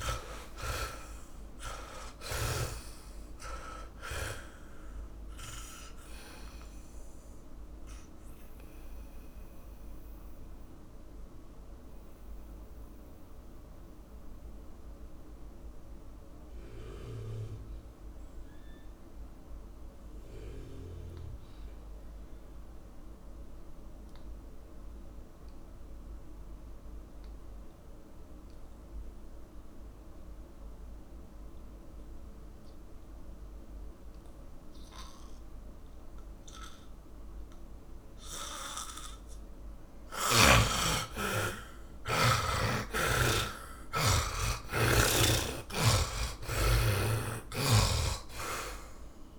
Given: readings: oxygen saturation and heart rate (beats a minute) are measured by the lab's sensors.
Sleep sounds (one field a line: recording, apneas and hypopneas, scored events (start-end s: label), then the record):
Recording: breathing in sleep by a room microphone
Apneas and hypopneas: 1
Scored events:
0.00-3.00 s: snoring (device-marked)
0.00-24.00 s: oxygen desaturation (device-marked, oxygen 78% lowest)
9.00-39.00 s: mixed apnea (oxygen 100% before, 78% lowest)
35.00-49.39 s: oxygen desaturation (device-marked, oxygen 100% before, 78% lowest)
42.50-48.00 s: arousal
From the record:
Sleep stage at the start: N2 (light sleep)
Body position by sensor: on the back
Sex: male